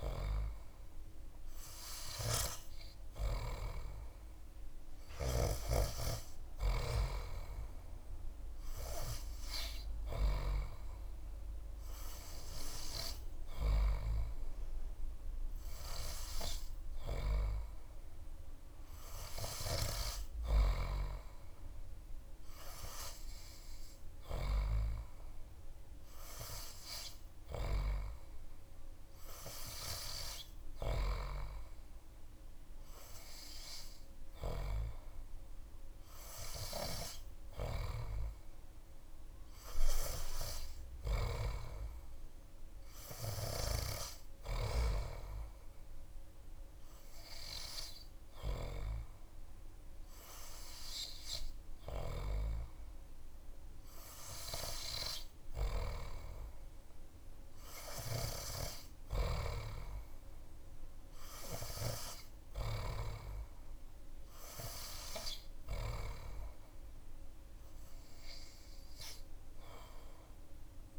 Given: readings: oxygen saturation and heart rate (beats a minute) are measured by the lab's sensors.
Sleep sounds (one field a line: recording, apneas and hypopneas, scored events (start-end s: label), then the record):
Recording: breathing in sleep by a room microphone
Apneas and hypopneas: none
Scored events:
none scored
From the record:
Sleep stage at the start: N3 (deep sleep)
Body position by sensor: on the back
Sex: male